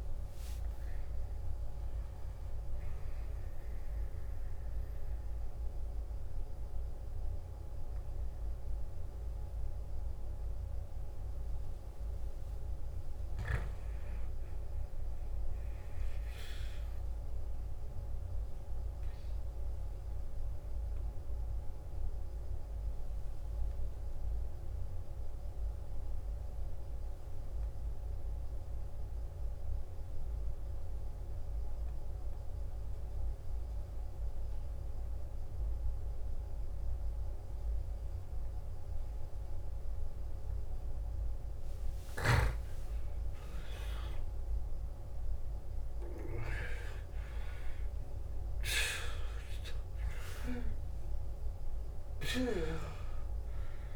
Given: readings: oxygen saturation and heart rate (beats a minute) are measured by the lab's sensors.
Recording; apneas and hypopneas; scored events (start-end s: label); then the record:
breathing in sleep by a room microphone; 1
0.00-9.50 s: oxygen desaturation (device-marked, oxygen 89% lowest, heart rate 53 extreme)
11.50-14.50 s: arousal
18.50-42.00 s: obstructive apnea (oxygen 99% before, 92% lowest, heart rate 57 before, 53 extreme, up 16 after)
41.50-53.96 s: oxygen desaturation (device-marked, oxygen 97% before, 92% lowest, heart rate 54 before, 52 extreme)
43.00-47.50 s: arousal
From the record:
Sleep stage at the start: N2 (light sleep); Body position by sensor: on the back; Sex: male